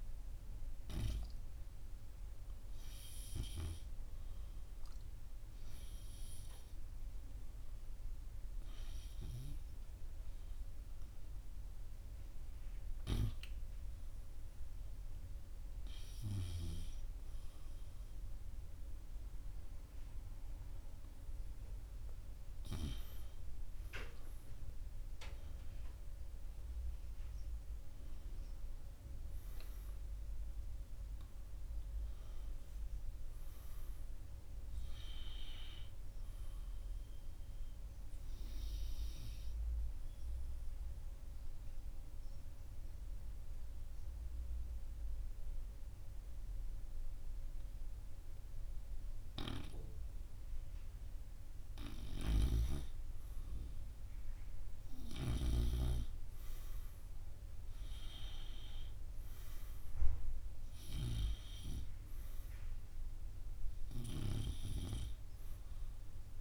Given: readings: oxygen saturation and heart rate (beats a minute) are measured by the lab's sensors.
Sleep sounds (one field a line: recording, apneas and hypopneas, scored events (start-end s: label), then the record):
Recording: breathing in sleep by a room microphone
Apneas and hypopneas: 2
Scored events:
0.00-5.00 s: oxygen desaturation (device-marked, oxygen 94% lowest, heart rate 81 extreme)
1.50-12.50 s: hypopnea (oxygen 98% before, 94% lowest, heart rate 78 before, 81 extreme, up 4 after)
13.50-17.50 s: arousal
39.00-52.00 s: obstructive apnea (oxygen 99% before, 96% lowest, heart rate 84 before, 75 extreme)
54.00-57.50 s: arousal
From the record:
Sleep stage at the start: N2 (light sleep)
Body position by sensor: on the right side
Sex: male